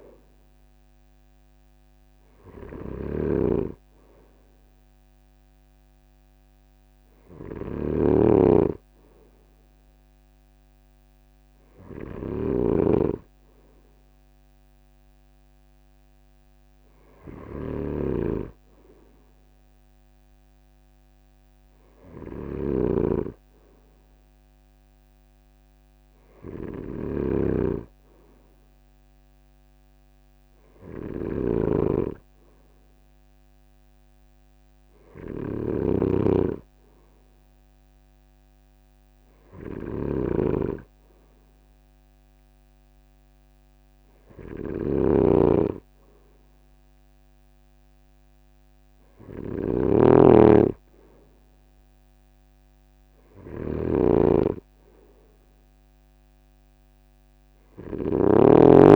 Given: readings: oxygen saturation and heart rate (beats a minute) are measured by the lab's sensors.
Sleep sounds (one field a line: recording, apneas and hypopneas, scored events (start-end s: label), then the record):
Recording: breathing in sleep by a microphone on the trachea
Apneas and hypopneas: none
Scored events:
0.00-58.50 s: snoring (device-marked)
From the record:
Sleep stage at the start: N2 (light sleep)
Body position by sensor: on the front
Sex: male